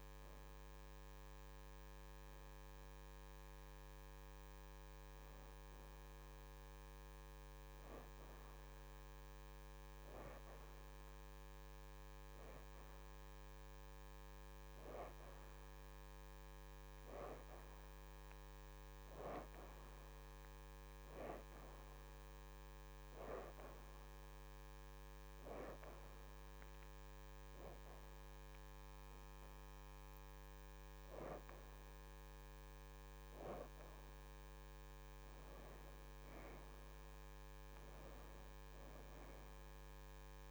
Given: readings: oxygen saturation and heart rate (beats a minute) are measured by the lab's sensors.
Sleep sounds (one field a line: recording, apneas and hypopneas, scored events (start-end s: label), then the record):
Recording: breathing in sleep by a microphone on the trachea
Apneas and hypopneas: 1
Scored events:
2.00-15.00 s: oxygen desaturation (device-marked, oxygen 89% before, 76% lowest, heart rate 76 before, 74 extreme)
15.50-19.00 s: arousal
21.00-40.50 s: oxygen desaturation (device-marked, oxygen 87% before, 71% lowest, heart rate 77 before, 78 extreme)
21.50-33.00 s: hypopnea (oxygen 89% before, 67% lowest, heart rate 77 before, 78 extreme, up 5 after)
34.50-38.00 s: arousal
From the record:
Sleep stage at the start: N2 (light sleep)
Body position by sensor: on the back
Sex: female